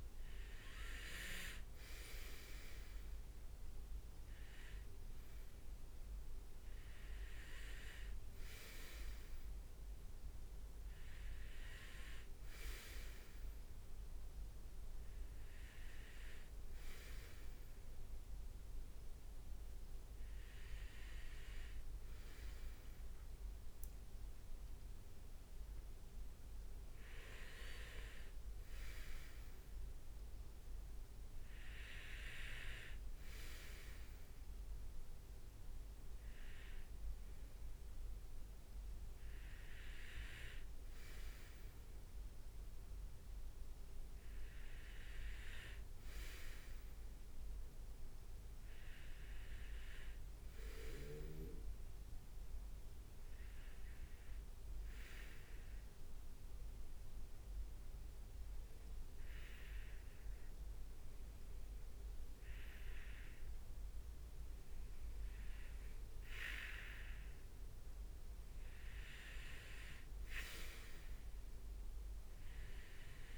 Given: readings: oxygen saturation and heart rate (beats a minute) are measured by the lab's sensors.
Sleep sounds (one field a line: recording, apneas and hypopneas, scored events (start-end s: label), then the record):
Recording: breathing in sleep by a room microphone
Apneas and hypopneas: 1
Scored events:
22.00-26.00 s: arousal
53.00-66.00 s: hypopnea (oxygen 99% before, 96% lowest, heart rate 63 before, 64 extreme, up 4 after)
69.50-73.38 s: arousal
From the record:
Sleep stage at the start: REM sleep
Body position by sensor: on the right side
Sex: male